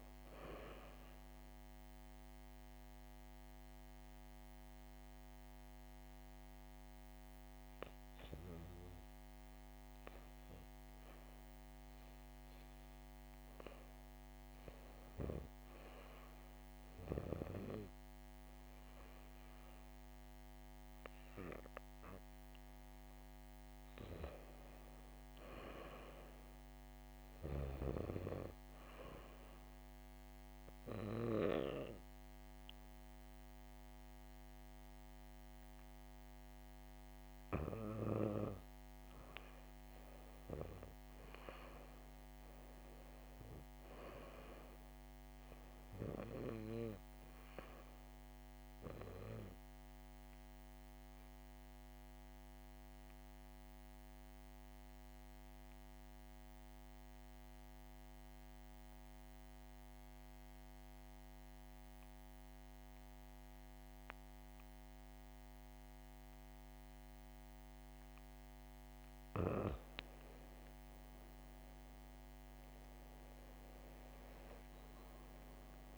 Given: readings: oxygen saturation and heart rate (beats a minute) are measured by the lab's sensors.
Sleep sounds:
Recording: breathing in sleep by a microphone on the trachea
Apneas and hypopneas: 3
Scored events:
0.00-5.50 s: oxygen desaturation (device-marked, oxygen 94% lowest, heart rate 69 extreme)
1.00-11.50 s: hypopnea (oxygen 99% before, 94% lowest, heart rate 70 before, 71 extreme, up 5 after)
13.00-17.00 s: arousal
28.50-39.00 s: hypopnea (oxygen 97% before, 90% lowest, heart rate 73 before, 68 extreme, up 0 after)
41.00-45.00 s: arousal
52.00-69.50 s: obstructive apnea (oxygen 97% before, 90% lowest, heart rate 73 before, 68 extreme, up 11 after)
71.50-75.00 s: arousal
72.50-75.98 s: oxygen desaturation (device-marked, oxygen 97% before, 90% lowest, heart rate 70 before, 70 extreme)
From the record:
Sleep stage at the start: REM sleep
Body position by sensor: on the back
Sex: female

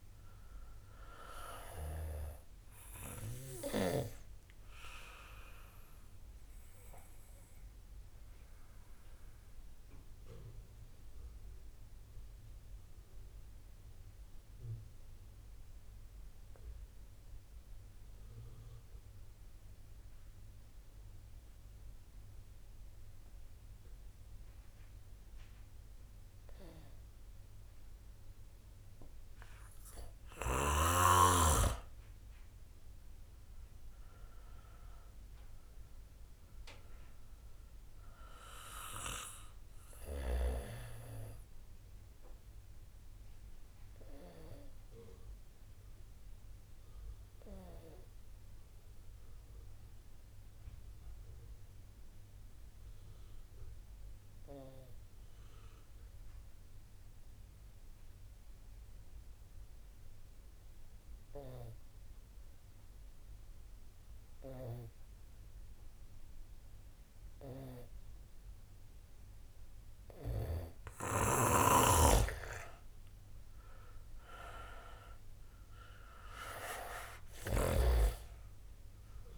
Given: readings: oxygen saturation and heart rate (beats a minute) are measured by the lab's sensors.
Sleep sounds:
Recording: breathing in sleep by a room microphone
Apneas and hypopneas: 2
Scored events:
0.00-21.50 s: oxygen desaturation (device-marked, oxygen 86% lowest, heart rate 46 extreme)
6.00-29.00 s: obstructive apnea (oxygen 96% before, 86% lowest, heart rate 58 before, 41 extreme, up 6 after)
31.00-35.00 s: arousal
33.50-54.50 s: oxygen desaturation (device-marked, oxygen 98% before, 88% lowest, heart rate 66 before, 41 extreme)
47.50-70.50 s: obstructive apnea (oxygen 98% before, 86% lowest, heart rate 61 before, 59 extreme, up 5 after)
66.50-79.38 s: oxygen desaturation (device-marked, oxygen 97% before, 86% lowest, heart rate 64 before, 46 extreme)
71.50-78.00 s: snoring (device-marked)
74.00-77.50 s: arousal
From the record:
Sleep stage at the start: N2 (light sleep)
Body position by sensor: on the back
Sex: male

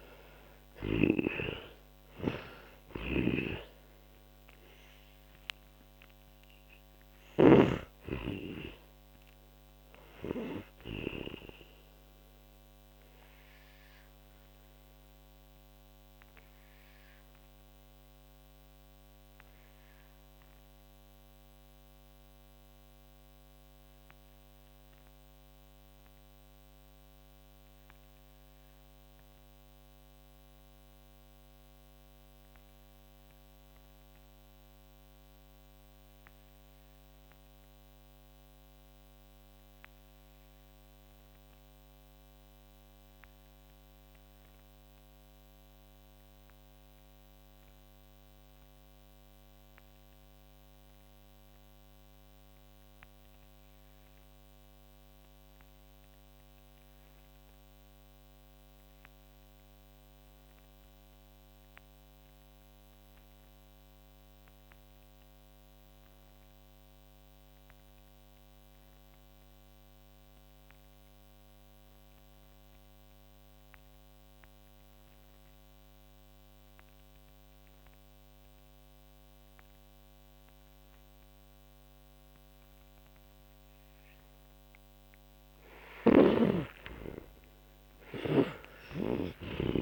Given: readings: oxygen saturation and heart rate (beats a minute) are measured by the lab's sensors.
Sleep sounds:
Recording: breathing in sleep by a microphone on the trachea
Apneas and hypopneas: 1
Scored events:
0.00-7.50 s: snoring (device-marked)
0.00-38.00 s: oxygen desaturation (device-marked, oxygen 82% lowest, heart rate 34 extreme)
13.00-85.50 s: mixed apnea (oxygen 97% before, 79% lowest, heart rate 69 before, 34 extreme, up 28 after)
76.00-89.81 s: oxygen desaturation (device-marked, oxygen 97% before, 79% lowest, heart rate 46 before, 40 extreme)
86.00-89.50 s: snoring (device-marked)
87.00-89.81 s: arousal
From the record:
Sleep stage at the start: N2 (light sleep)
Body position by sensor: on the back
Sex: male

